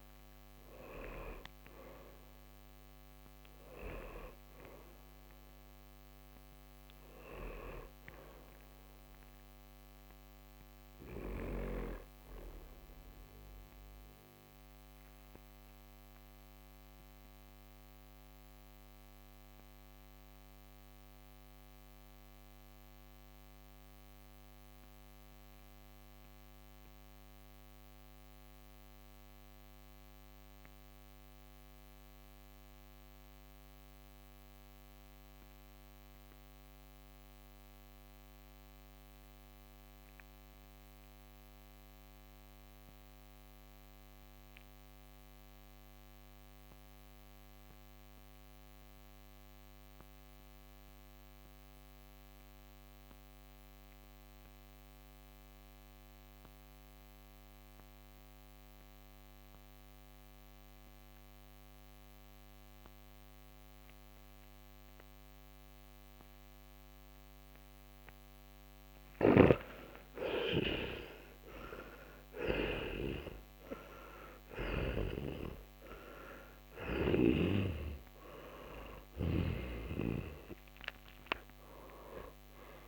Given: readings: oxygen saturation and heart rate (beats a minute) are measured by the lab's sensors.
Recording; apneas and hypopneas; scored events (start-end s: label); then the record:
breathing in sleep by a microphone on the trachea; 1
0.00-26.50 s: oxygen desaturation (device-marked, oxygen 82% lowest, heart rate 43 extreme)
12.00-68.00 s: mixed apnea (oxygen 92% before, 82% lowest, heart rate 69 before, 43 extreme, up 21 after)
57.50-82.88 s: oxygen desaturation (device-marked, oxygen 97% before, 83% lowest, heart rate 56 before, 45 extreme)
69.00-72.50 s: arousal
69.00-75.00 s: snoring (device-marked)
From the record:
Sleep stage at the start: N2 (light sleep); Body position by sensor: on the back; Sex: male